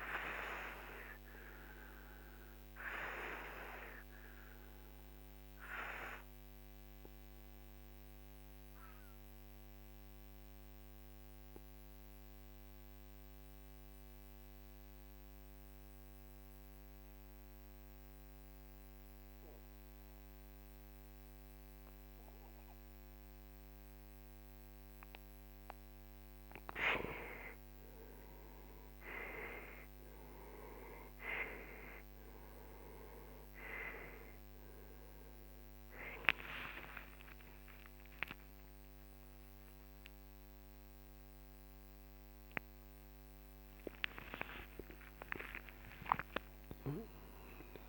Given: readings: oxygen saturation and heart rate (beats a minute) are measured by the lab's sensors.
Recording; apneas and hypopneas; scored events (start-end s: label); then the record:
breathing in sleep by a microphone on the trachea; 1
0.00-14.00 s: oxygen desaturation (device-marked, oxygen 91% lowest, heart rate 42 extreme)
1.50-25.00 s: obstructive apnea (oxygen 97% before, 90% lowest)
28.00-47.89 s: oxygen desaturation (device-marked, oxygen 97% before, 90% lowest)
36.50-42.00 s: arousal
From the record:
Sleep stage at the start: N2 (light sleep); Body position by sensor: on the right side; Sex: male